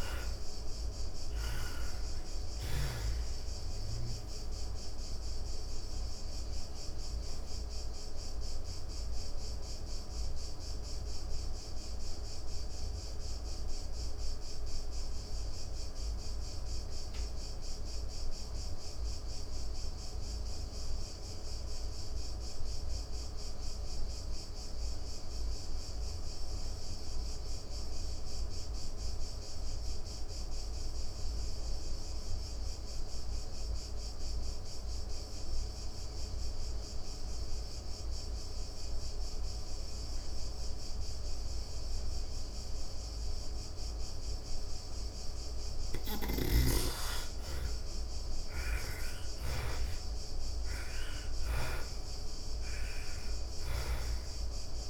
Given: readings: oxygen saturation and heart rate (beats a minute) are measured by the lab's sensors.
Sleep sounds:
breathing in sleep by a room microphone; 1
0.00-1.50 s: snoring (device-marked)
0.00-26.50 s: oxygen desaturation (device-marked, oxygen 76% lowest, heart rate 92 extreme)
6.50-44.50 s: obstructive apnea (oxygen 99% before, 73% lowest, heart rate 118 before, 88 extreme, up 21 after)
28.50-54.90 s: oxygen desaturation (device-marked, oxygen 99% before, 73% lowest, heart rate 128 before, 56 extreme)
45.00-52.50 s: snoring (device-marked)
45.50-49.50 s: arousal
From the record:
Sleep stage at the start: N2 (light sleep); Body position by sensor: on the back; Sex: female

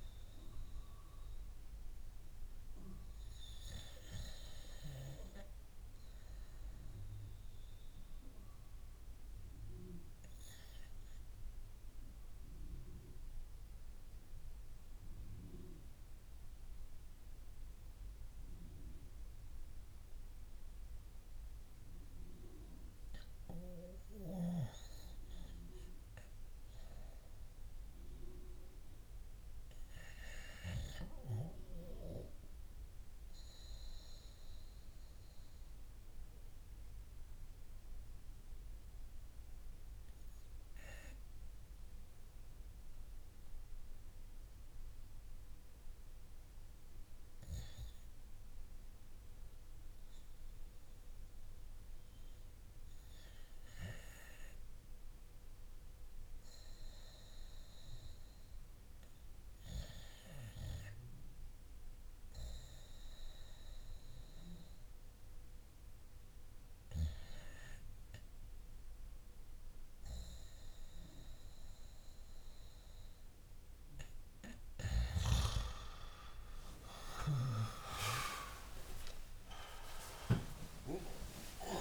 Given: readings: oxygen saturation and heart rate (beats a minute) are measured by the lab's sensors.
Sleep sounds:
breathing in sleep by a room microphone; 2
0.00-2.00 s: arousal
2.00-54.00 s: oxygen desaturation (device-marked, oxygen 98% before, 86% lowest)
11.50-24.00 s: obstructive apnea (oxygen 98% before, 84% lowest)
26.50-29.50 s: arousal
34.00-57.50 s: obstructive apnea (oxygen 96% before, 83% lowest)
59.00-62.50 s: arousal
61.00-75.00 s: oxygen desaturation (device-marked, oxygen 89% before, 84% lowest)
75.00-81.81 s: new sleep stage, N1 (lightest sleep)
77.50-81.81 s: arousal
From the record:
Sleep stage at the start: REM sleep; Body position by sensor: on the back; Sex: male

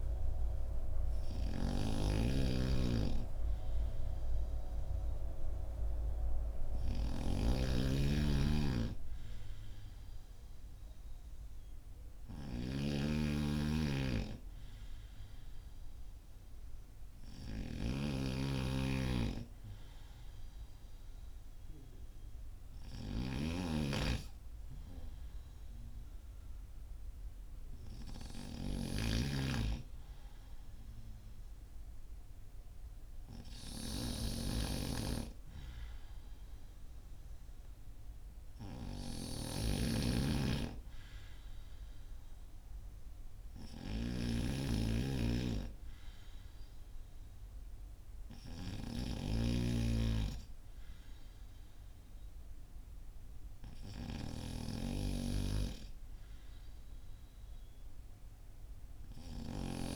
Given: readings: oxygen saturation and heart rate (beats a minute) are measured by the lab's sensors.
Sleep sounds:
breathing in sleep by a room microphone; none
0.00-49.00 s: snoring (device-marked)
From the record:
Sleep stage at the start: N2 (light sleep); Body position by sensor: on the back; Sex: male

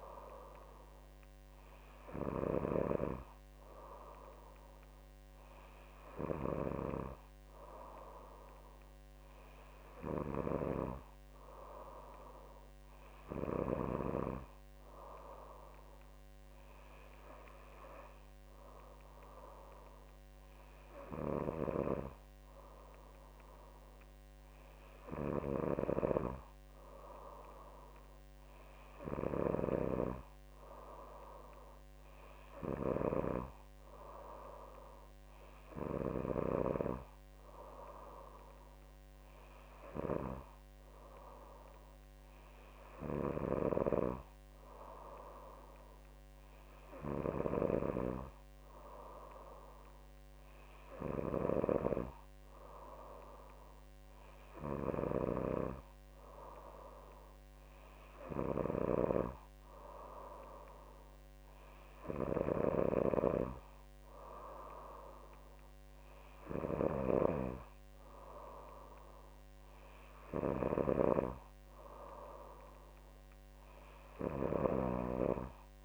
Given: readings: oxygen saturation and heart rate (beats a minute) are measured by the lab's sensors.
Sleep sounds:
breathing in sleep by a microphone on the trachea; none
none scored
From the record:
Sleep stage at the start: N3 (deep sleep); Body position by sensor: on the back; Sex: female

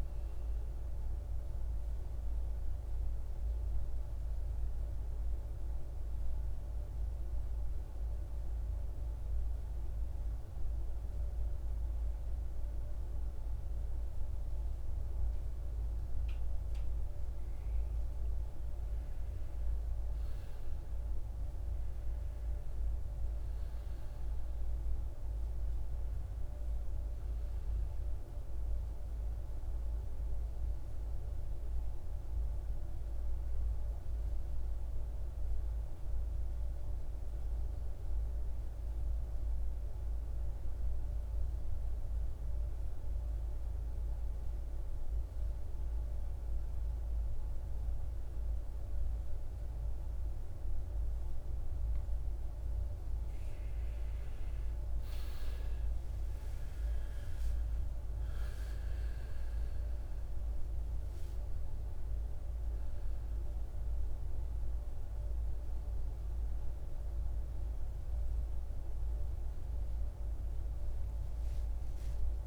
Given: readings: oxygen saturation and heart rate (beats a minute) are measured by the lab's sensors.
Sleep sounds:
breathing in sleep, hard to hear, by a room microphone; 2
4.50-16.50 s: hypopnea (oxygen 100% before, 87% lowest, heart rate 56 before, 56 extreme, up 12 after)
18.00-23.50 s: arousal
22.00-42.00 s: oxygen desaturation (device-marked, oxygen 96% before, 91% lowest, heart rate 58 before, 56 extreme)
36.00-53.00 s: mixed apnea (oxygen 97% before, 87% lowest, heart rate 63 before, 56 extreme, up 14 after)
51.00-72.47 s: oxygen desaturation (device-marked, oxygen 97% before, 87% lowest, heart rate 58 before, 54 extreme)
55.00-59.00 s: arousal
From the record:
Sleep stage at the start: N2 (light sleep); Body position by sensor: on the right side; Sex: male

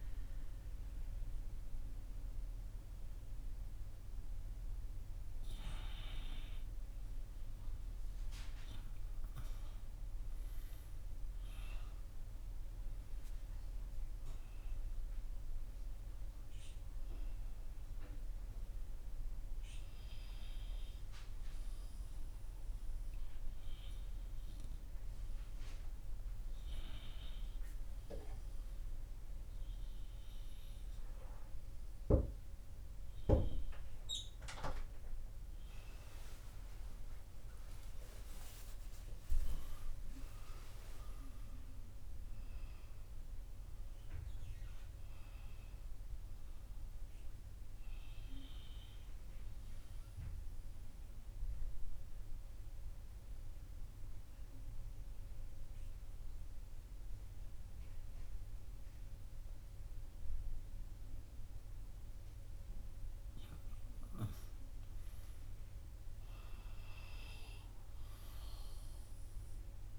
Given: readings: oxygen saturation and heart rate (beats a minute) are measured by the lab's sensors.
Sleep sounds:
a person partly awake in a sleep study, by a room microphone; 1
6.00-36.00 s: new sleep stage, N1 (lightest sleep)
36.00-69.98 s: new sleep stage, N2 (light sleep)
36.50-42.00 s: arousal
50.00-64.00 s: obstructive apnea (oxygen 99% before, 96% lowest, heart rate 80 before, 74 extreme)
65.50-69.50 s: arousal
From the record:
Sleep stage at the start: awake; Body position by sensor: on the right side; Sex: male

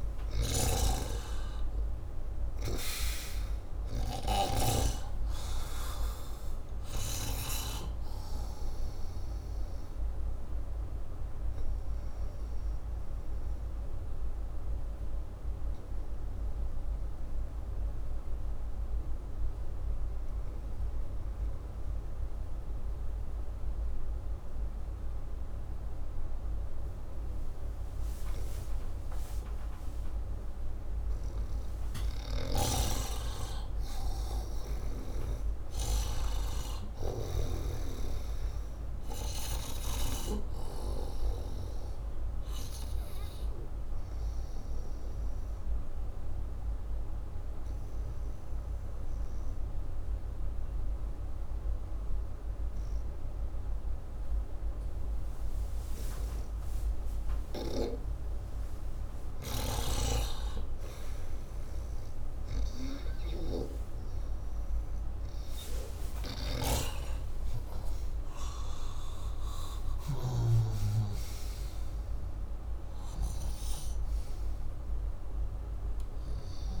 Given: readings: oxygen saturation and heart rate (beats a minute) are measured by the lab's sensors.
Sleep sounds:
breathing in sleep by a room microphone; 2
10.00-30.50 s: obstructive apnea (oxygen 98% before, 89% lowest, heart rate 64 before, 59 extreme, up 9 after)
12.50-26.50 s: oxygen desaturation (device-marked, oxygen 95% before, 89% lowest, heart rate 65 before, 59 extreme)
31.50-36.50 s: arousal
45.00-57.50 s: obstructive apnea (oxygen 98% before, 91% lowest, heart rate 66 before, 39 extreme, up 7 after)
50.50-59.50 s: oxygen desaturation (device-marked, oxygen 97% before, 91% lowest, heart rate 65 before, 39 extreme)
65.00-70.00 s: arousal
From the record:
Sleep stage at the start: N2 (light sleep); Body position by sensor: upright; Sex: male

